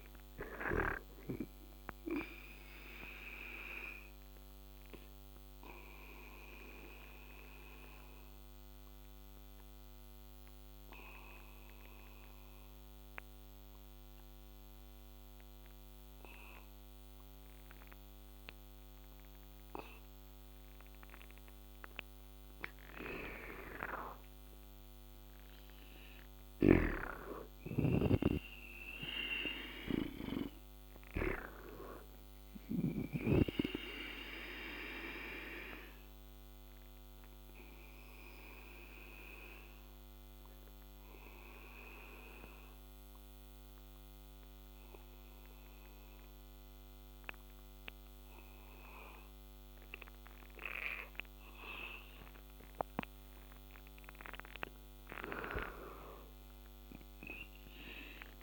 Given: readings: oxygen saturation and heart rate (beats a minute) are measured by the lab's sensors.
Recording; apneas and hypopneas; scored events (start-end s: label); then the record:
breathing in sleep by a microphone on the trachea; 2
0.00-15.50 s: oxygen desaturation (device-marked, oxygen 92% lowest, heart rate 69 extreme)
3.00-21.00 s: obstructive apnea (oxygen 98% before, 87% lowest, heart rate 87 before, 69 extreme, up 13 after)
20.50-27.50 s: oxygen desaturation (device-marked, oxygen 95% before, 92% lowest, heart rate 75 before, 70 extreme)
23.50-28.50 s: arousal
34.50-52.50 s: obstructive apnea (oxygen 97% before, 87% lowest, heart rate 77 before, 70 extreme, up 15 after)
39.50-49.50 s: oxygen desaturation (device-marked, oxygen 96% before, 88% lowest, heart rate 79 before, 70 extreme)
54.00-57.50 s: arousal
From the record:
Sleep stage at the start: N2 (light sleep); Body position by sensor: on the back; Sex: male